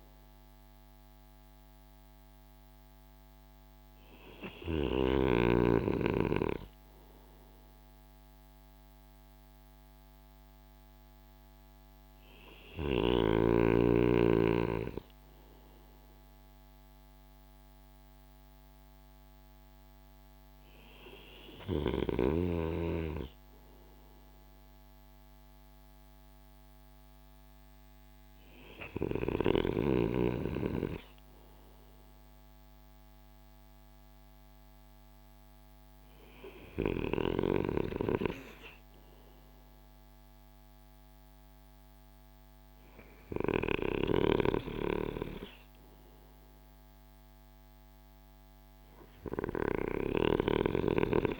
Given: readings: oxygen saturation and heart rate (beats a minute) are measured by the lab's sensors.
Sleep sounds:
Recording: breathing in sleep by a microphone on the trachea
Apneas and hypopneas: none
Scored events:
43.00-49.50 s: snoring (device-marked)
From the record:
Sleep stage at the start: N2 (light sleep)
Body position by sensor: on the right side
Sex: male

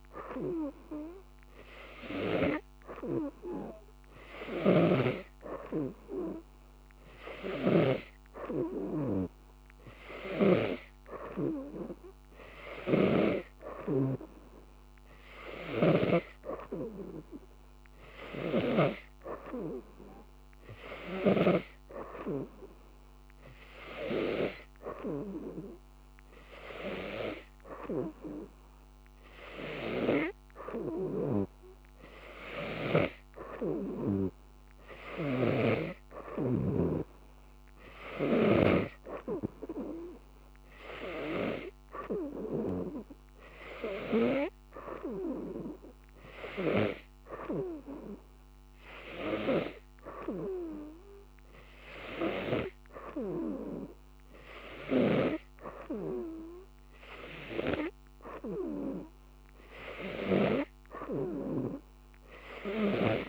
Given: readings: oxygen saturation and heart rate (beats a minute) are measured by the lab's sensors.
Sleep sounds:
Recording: breathing in sleep by a microphone on the trachea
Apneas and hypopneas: none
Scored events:
4.50-13.50 s: snoring (device-marked)
15.50-19.00 s: snoring (device-marked)
From the record:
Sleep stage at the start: N2 (light sleep)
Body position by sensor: on the right side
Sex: female

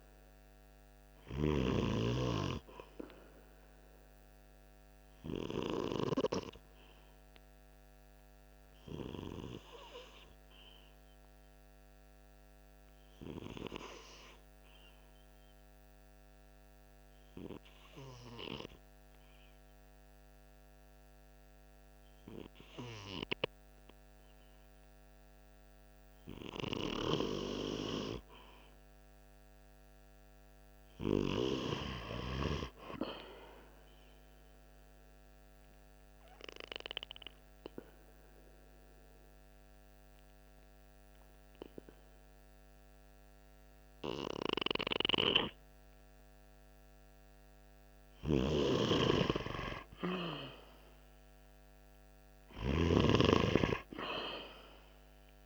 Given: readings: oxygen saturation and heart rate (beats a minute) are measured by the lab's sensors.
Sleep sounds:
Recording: breathing in sleep by a microphone on the trachea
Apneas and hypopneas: 2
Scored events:
0.00-22.00 s: oxygen desaturation (device-marked, oxygen 92% lowest, heart rate 45 extreme)
4.00-26.00 s: obstructive apnea (oxygen 97% before, 92% lowest, heart rate 48 before, 45 extreme, up 2 after)
27.50-31.00 s: arousal
35.00-47.00 s: obstructive apnea (oxygen 97% before, 93% lowest, heart rate 46 before, 47 extreme, up 0 after)
49.50-53.00 s: arousal
From the record:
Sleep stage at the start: N2 (light sleep)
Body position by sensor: on the right side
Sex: male

